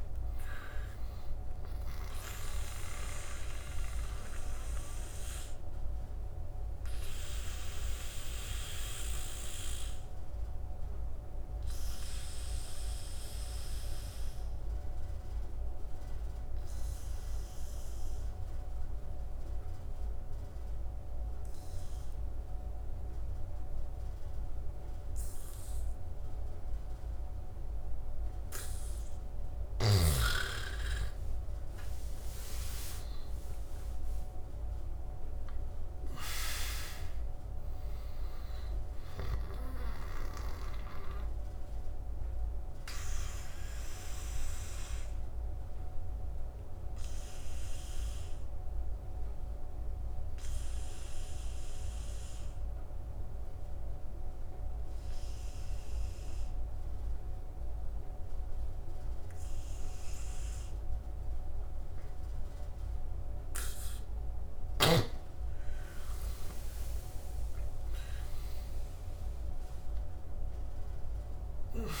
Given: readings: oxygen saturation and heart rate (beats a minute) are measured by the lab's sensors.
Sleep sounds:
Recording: breathing in sleep by a room microphone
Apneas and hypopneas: 2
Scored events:
0.00-21.50 s: oxygen desaturation (device-marked, oxygen 84% lowest, heart rate 72 extreme)
3.00-28.50 s: obstructive apnea (oxygen 99% before, 84% lowest, heart rate 80 before, 72 extreme, up 13 after)
27.50-38.50 s: oxygen desaturation (device-marked, oxygen 99% before, 89% lowest, heart rate 74 before, 71 extreme)
30.50-35.00 s: arousal
40.50-57.50 s: oxygen desaturation (device-marked, oxygen 95% before, 86% lowest, heart rate 79 before, 71 extreme)
41.00-63.00 s: obstructive apnea (oxygen 99% before, 86% lowest, heart rate 79 before, 71 extreme, up 15 after)
59.50-72.00 s: oxygen desaturation (device-marked, oxygen 99% before, 89% lowest, heart rate 78 before, 73 extreme)
64.00-69.00 s: arousal
From the record:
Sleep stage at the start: N2 (light sleep)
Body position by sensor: on the back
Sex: male

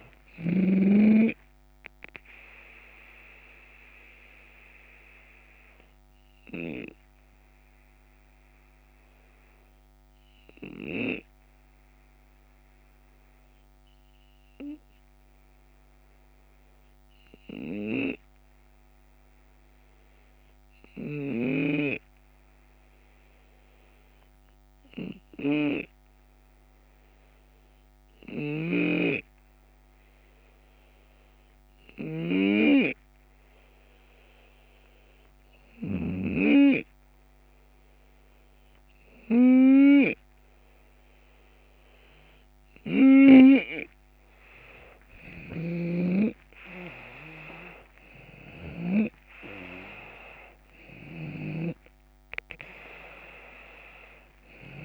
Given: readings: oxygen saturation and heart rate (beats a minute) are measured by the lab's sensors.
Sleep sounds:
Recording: breathing in sleep by a microphone on the trachea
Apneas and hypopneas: 1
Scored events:
0.00-9.00 s: drop in pulse transit time (device-marked, heart rate 71 extreme)
0.00-19.00 s: oxygen desaturation (device-marked, oxygen 84% lowest, heart rate 71 extreme)
3.00-36.50 s: obstructive apnea (oxygen 95% before, 84% lowest, heart rate 79 before, 71 extreme, up 0 after)
28.00-43.00 s: snoring (device-marked)
29.00-35.00 s: drop in pulse transit time (device-marked, heart rate 73 before, 76 extreme)
36.00-54.85 s: oxygen desaturation (device-marked, oxygen 95% before, 86% lowest, heart rate 75 before, 72 extreme)
44.00-49.00 s: arousal
45.00-48.50 s: snoring (device-marked)
46.00-54.85 s: drop in pulse transit time (device-marked, heart rate 76 before, 74 extreme)
50.50-54.85 s: snoring (device-marked)
From the record:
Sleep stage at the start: REM sleep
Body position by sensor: on the left side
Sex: male

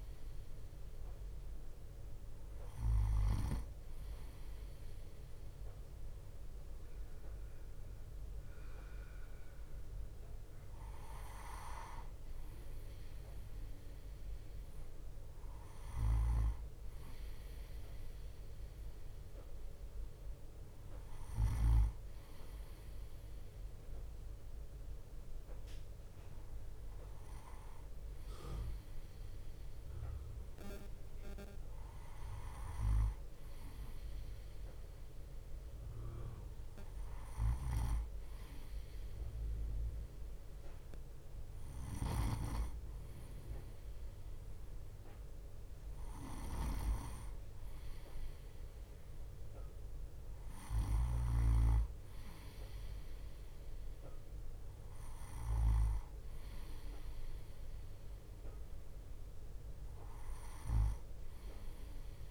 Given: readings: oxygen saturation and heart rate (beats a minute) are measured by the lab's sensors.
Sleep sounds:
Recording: breathing in sleep by a room microphone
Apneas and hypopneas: none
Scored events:
37.50-42.50 s: snoring (device-marked)
From the record:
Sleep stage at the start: N2 (light sleep)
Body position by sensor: on the right side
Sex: male

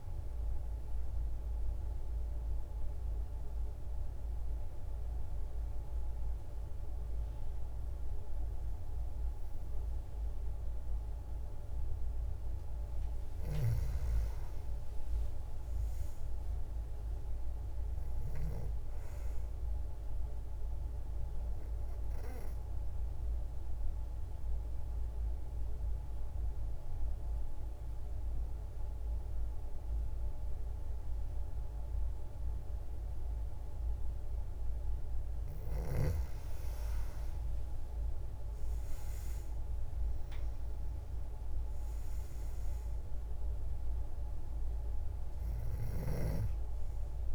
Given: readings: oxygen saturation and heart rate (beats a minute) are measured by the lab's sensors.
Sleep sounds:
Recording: breathing in sleep, hard to hear, by a room microphone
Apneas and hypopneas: 2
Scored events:
0.00-8.50 s: oxygen desaturation (device-marked, oxygen 91% lowest, heart rate 65 extreme)
1.50-12.50 s: obstructive apnea (oxygen 96% before, 90% lowest, heart rate 102 before, 65 extreme, up 55 after)
14.50-18.50 s: arousal
22.00-34.50 s: obstructive apnea (oxygen 97% before, 90% lowest, heart rate 98 before, 115 extreme)
22.50-40.50 s: oxygen desaturation (device-marked, oxygen 96% before, 92% lowest, heart rate 95 before, 90 extreme)
37.50-42.00 s: arousal
42.50-47.35 s: oxygen desaturation (device-marked, oxygen 95% before, 90% lowest, heart rate 154 before, 69 extreme)
From the record:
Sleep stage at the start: N2 (light sleep)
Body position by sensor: on the back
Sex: female

